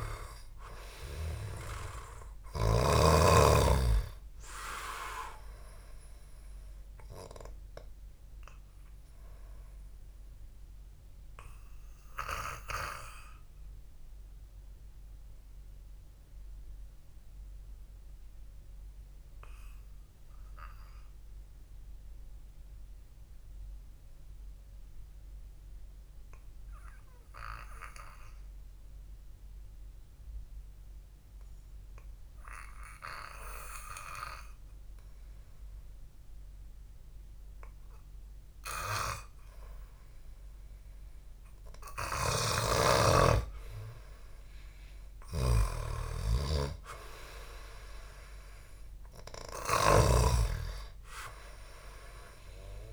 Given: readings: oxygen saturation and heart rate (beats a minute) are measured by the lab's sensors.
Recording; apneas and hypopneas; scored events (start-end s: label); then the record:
breathing in sleep by a room microphone; 1
0.00-1.00 s: arousal
0.00-3.00 s: snoring (device-marked)
11.00-37.00 s: mixed apnea (oxygen 98% before, 93% lowest, heart rate 53 before, 52 extreme, up 2 after)
42.50-50.50 s: snoring (device-marked)
45.50-50.50 s: arousal
From the record:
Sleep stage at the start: N2 (light sleep); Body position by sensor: on the back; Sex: male